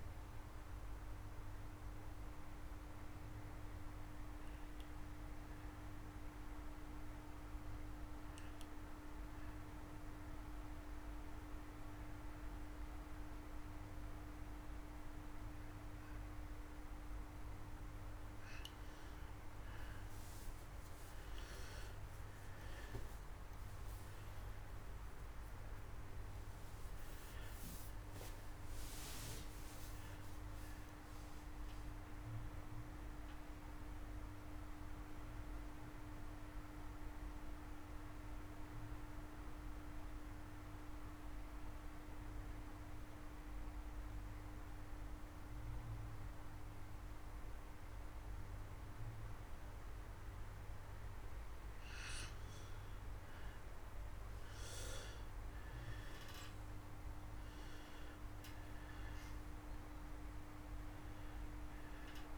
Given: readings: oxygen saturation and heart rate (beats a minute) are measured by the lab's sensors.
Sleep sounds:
breathing in sleep, hard to hear, by a room microphone; 2
0.00-8.00 s: oxygen desaturation (device-marked, oxygen 92% lowest)
8.50-18.50 s: obstructive apnea (oxygen 97% before, 89% lowest)
24.00-29.00 s: arousal
25.00-36.00 s: oxygen desaturation (device-marked, oxygen 97% before, 89% lowest)
34.50-51.00 s: hypopnea (oxygen 98% before, 89% lowest)
52.00-62.38 s: oxygen desaturation (device-marked, oxygen 97% before, 89% lowest)
54.50-59.00 s: arousal
From the record:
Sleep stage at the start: N1 (lightest sleep); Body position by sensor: on the back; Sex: male

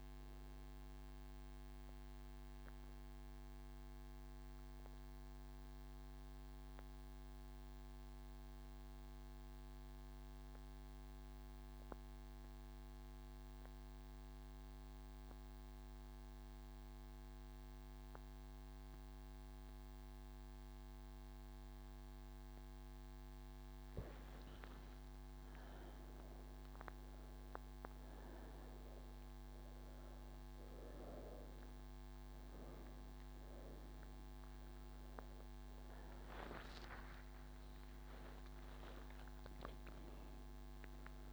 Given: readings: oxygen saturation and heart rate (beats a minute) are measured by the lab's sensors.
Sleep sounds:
breathing in sleep, hard to hear, by a microphone on the trachea; none
0.00-2.50 s: oxygen desaturation (device-marked, oxygen 91% lowest)
From the record:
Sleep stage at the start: N1 (lightest sleep); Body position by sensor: on the right side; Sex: female

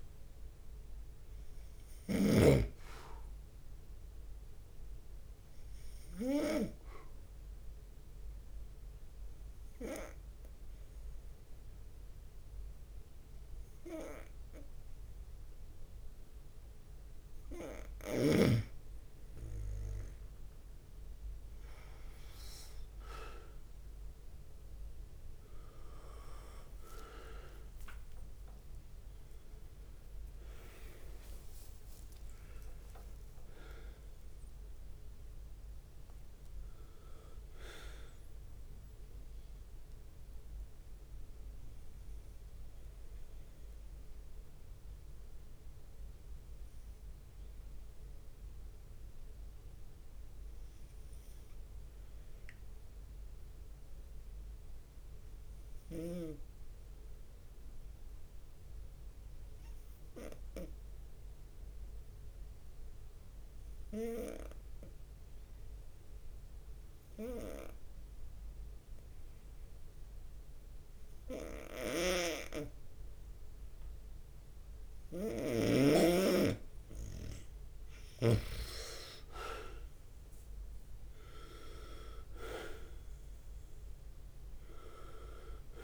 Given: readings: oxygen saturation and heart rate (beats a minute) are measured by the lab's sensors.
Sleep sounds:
breathing in sleep by a room microphone; 2
0.00-6.00 s: drop in pulse transit time (device-marked, heart rate 66 extreme)
0.00-22.00 s: oxygen desaturation (device-marked, oxygen 92% lowest, heart rate 62 extreme)
7.00-19.00 s: obstructive apnea (oxygen 98% before, 92% lowest, heart rate 68 before, 64 extreme, up 4 after)
22.00-24.50 s: leg movement (device-marked)
23.00-41.00 s: drop in pulse transit time (device-marked, heart rate 68 before, 67 extreme)
25.00-29.50 s: arousal
27.00-29.50 s: leg movement (device-marked)
33.00-35.00 s: long interval between heartbeats (device-marked, heart rate 70 before, 88 extreme)
41.50-76.00 s: obstructive apnea (oxygen 97% before, 90% lowest, heart rate 75 before, 61 extreme, up 7 after)
57.00-58.50 s: leg movement (device-marked)
71.00-85.84 s: oxygen desaturation (device-marked, oxygen 98% before, 90% lowest, heart rate 64 before, 61 extreme)
72.00-79.00 s: snoring (device-marked)
78.50-83.00 s: arousal
78.50-84.50 s: leg movement (device-marked)
79.00-85.84 s: drop in pulse transit time (device-marked, heart rate 65 before, 66 extreme)
From the record:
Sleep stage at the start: N2 (light sleep); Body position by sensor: on the right side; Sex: male

